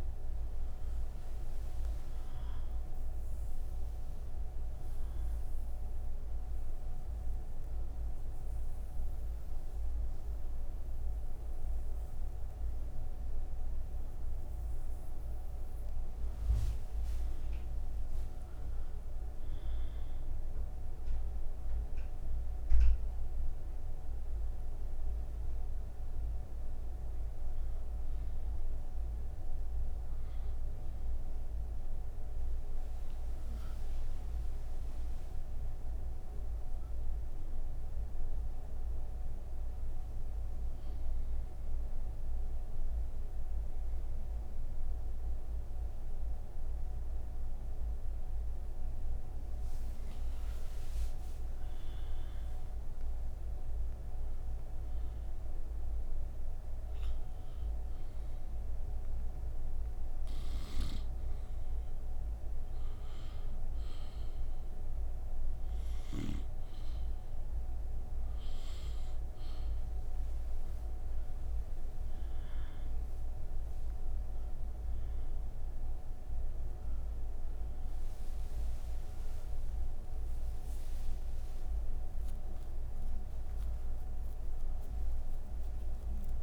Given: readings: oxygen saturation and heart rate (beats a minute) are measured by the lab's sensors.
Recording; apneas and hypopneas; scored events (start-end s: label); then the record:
breathing in sleep, hard to hear, by a room microphone; 1
40.00-50.50 s: obstructive apnea (oxygen 97% before, 93% lowest, heart rate 63 before, 38 extreme, up 14 after)
From the record:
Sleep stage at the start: N3 (deep sleep); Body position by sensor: on the right side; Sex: female